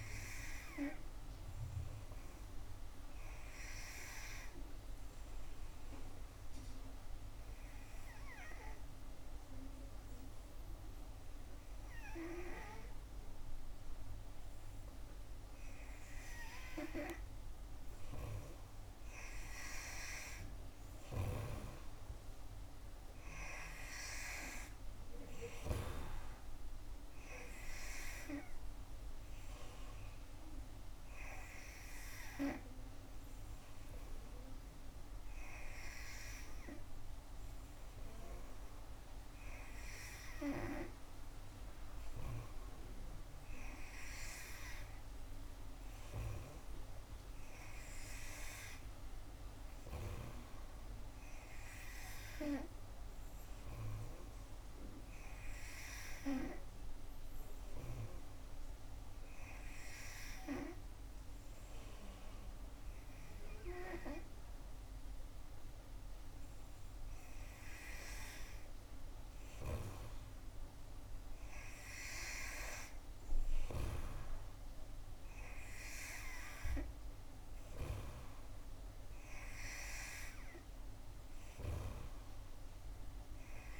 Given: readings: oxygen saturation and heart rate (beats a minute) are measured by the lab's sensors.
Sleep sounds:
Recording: breathing in sleep by a room microphone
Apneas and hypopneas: 1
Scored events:
0.00-11.50 s: oxygen desaturation (device-marked, oxygen 88% lowest, heart rate 66 extreme)
4.50-17.00 s: obstructive apnea (oxygen 91% before, 88% lowest, heart rate 69 before, 66 extreme, up 0 after)
19.50-23.50 s: arousal
21.00-26.00 s: snoring (device-marked)
23.50-39.50 s: oxygen desaturation (device-marked, oxygen 92% before, 88% lowest, heart rate 69 before, 67 extreme)
From the record:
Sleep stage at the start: N3 (deep sleep)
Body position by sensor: on the back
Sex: female

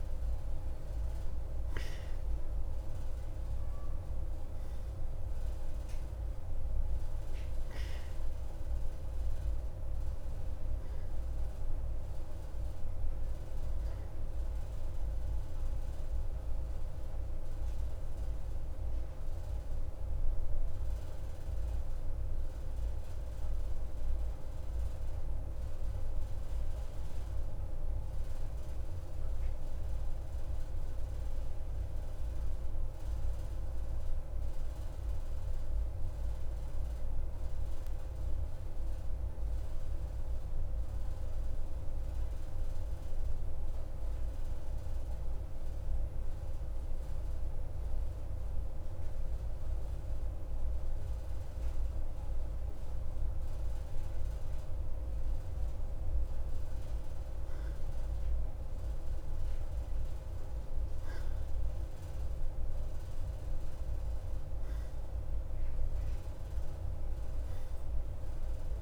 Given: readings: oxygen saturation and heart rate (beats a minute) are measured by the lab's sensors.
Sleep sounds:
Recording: breathing in sleep, hard to hear, by a room microphone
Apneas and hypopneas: 1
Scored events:
0.00-29.50 s: oxygen desaturation (device-marked, oxygen 90% lowest, heart rate 52 extreme)
27.00-47.50 s: mixed apnea (oxygen 93% before, 90% lowest, heart rate 56 before, 49 extreme, up 2 after)
50.00-53.00 s: arousal
63.50-68.81 s: oxygen desaturation (device-marked, oxygen 94% before, 90% lowest, heart rate 53 before, 52 extreme)
From the record:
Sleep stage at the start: N2 (light sleep)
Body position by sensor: on the right side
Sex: male

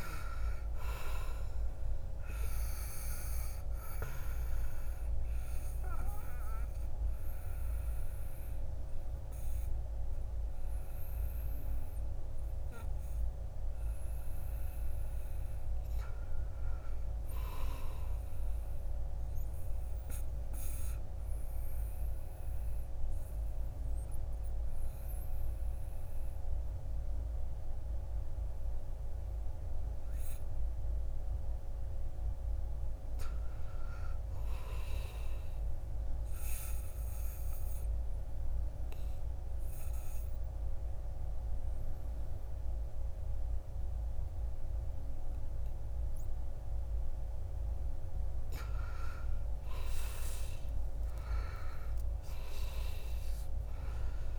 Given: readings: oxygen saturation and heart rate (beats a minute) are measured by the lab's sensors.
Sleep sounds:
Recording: breathing in sleep by a room microphone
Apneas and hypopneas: 1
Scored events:
0.00-22.00 s: oxygen desaturation (device-marked, oxygen 76% lowest, heart rate 53 extreme)
19.00-32.50 s: obstructive apnea (oxygen 95% before, 89% lowest, heart rate 62 before, 54 extreme, up 7 after)
32.00-40.00 s: oxygen desaturation (device-marked, oxygen 99% before, 94% lowest, heart rate 56 before, 56 extreme)
34.50-37.50 s: arousal
46.00-54.39 s: oxygen desaturation (device-marked, oxygen 95% before, 89% lowest, heart rate 58 before, 50 extreme)
From the record:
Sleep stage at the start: N2 (light sleep)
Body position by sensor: on the back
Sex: male

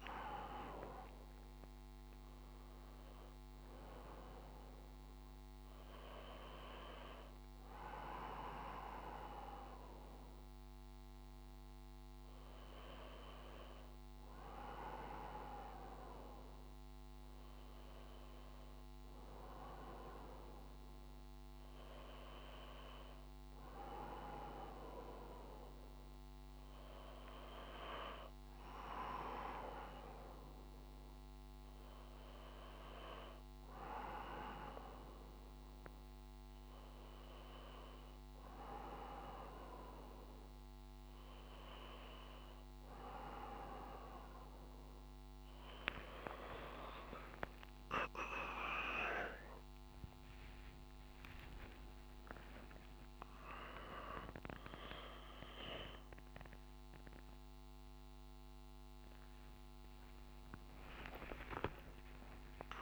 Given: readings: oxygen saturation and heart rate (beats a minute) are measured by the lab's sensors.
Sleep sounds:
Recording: a person awake in a sleep study, by a microphone on the trachea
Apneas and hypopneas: none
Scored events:
58.50-62.50 s: tachycardia (device-marked, heart rate 59 before, 101 extreme)
From the record:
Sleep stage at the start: awake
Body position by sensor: on the back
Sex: male

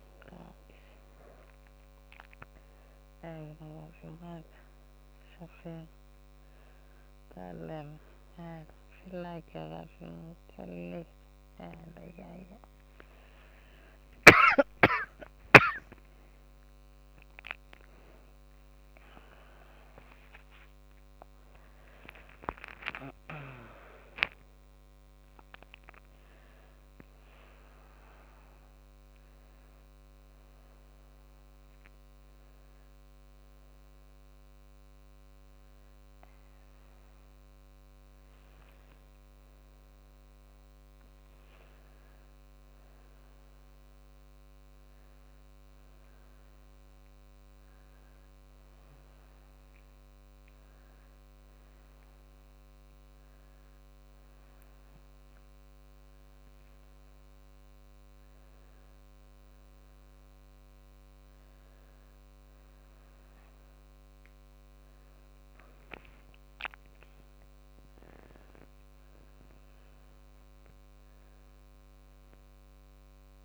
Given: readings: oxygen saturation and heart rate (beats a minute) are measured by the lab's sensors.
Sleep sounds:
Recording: a person awake in a sleep study, by a microphone on the trachea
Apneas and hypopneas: none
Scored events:
3.00-14.50 s: snoring (device-marked)
From the record:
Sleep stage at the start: awake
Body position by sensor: on the back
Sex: female

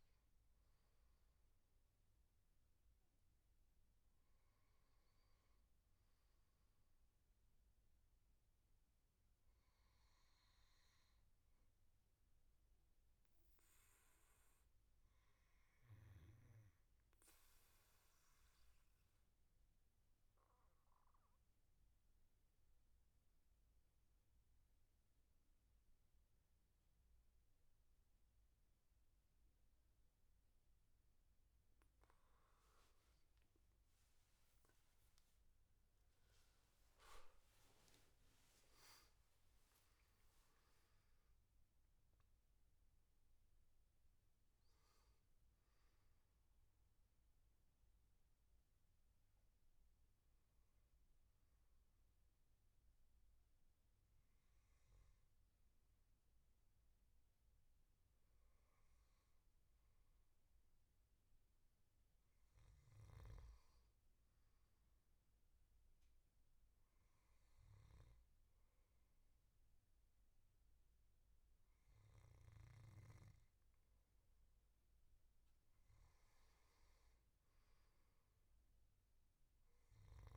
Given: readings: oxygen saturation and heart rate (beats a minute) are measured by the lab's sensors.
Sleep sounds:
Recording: breathing in sleep, hard to hear, by a room microphone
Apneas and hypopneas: 1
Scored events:
0.00-3.50 s: oxygen desaturation (device-marked, oxygen 89% lowest, heart rate 74 extreme)
5.50-9.50 s: arousal
12.50-31.00 s: obstructive apnea (oxygen 98% before, 90% lowest, heart rate 77 before, 76 extreme, up 11 after)
28.50-59.50 s: oxygen desaturation (device-marked, oxygen 97% before, 90% lowest, heart rate 82 before, 76 extreme)
33.00-36.50 s: arousal
From the record:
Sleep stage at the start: N2 (light sleep)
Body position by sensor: on the back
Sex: male

